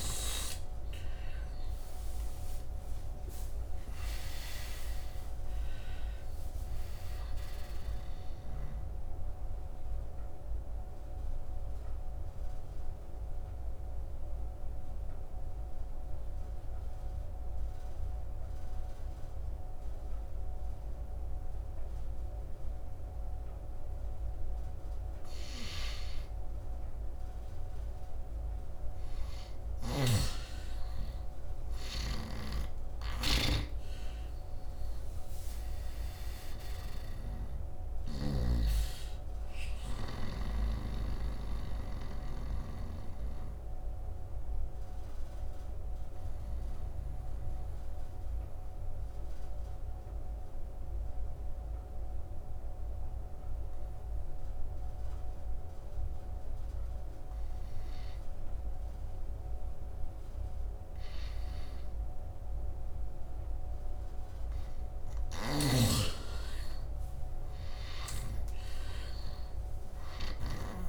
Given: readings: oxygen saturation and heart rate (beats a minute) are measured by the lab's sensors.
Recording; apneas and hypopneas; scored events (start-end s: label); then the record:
breathing in sleep by a room microphone; 2
0.00-4.50 s: arousal
0.00-24.00 s: oxygen desaturation (device-marked, oxygen 82% lowest, heart rate 63 extreme)
9.50-27.00 s: obstructive apnea (oxygen 100% before, 82% lowest, heart rate 73 before, 63 extreme, up 1 after)
30.00-34.00 s: arousal
32.00-38.00 s: snoring (device-marked)
32.00-58.00 s: oxygen desaturation (device-marked, oxygen 100% before, 83% lowest, heart rate 74 before, 63 extreme)
41.00-64.50 s: obstructive apnea (oxygen 100% before, 82% lowest, heart rate 75 before, 63 extreme, up 13 after)
66.00-70.89 s: oxygen desaturation (device-marked, oxygen 100% before, 82% lowest, heart rate 67 before, 67 extreme)
67.00-70.50 s: arousal
From the record:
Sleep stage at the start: N2 (light sleep); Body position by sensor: on the right side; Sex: male